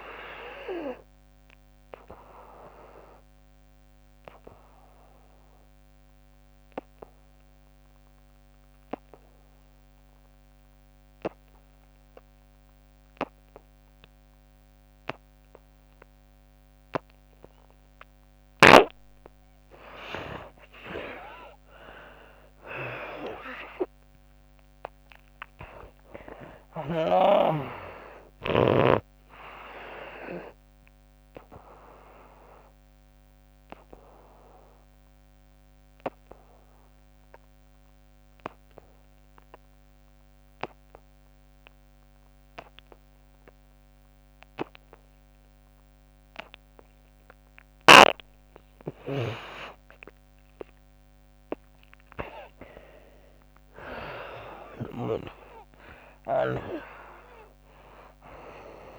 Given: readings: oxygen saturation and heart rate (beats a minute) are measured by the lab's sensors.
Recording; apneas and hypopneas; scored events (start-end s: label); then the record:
breathing in sleep by a microphone on the trachea; 2
0.00-13.00 s: oxygen desaturation (device-marked, oxygen 81% lowest, heart rate 68 extreme)
2.00-18.00 s: obstructive apnea (oxygen 98% before, 74% lowest, heart rate 78 before, 68 extreme, up 17 after)
21.50-25.50 s: arousal
25.00-43.00 s: oxygen desaturation (device-marked, oxygen 97% before, 78% lowest, heart rate 71 before, 66 extreme)
31.00-46.50 s: obstructive apnea (oxygen 97% before, 74% lowest, heart rate 78 before, 66 extreme, up 17 after)
49.50-52.50 s: arousal
57.00-58.99 s: oxygen desaturation (device-marked, oxygen 96% before, 74% lowest, heart rate 74 before, 67 extreme)
From the record:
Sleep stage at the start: N2 (light sleep); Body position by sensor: on the back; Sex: female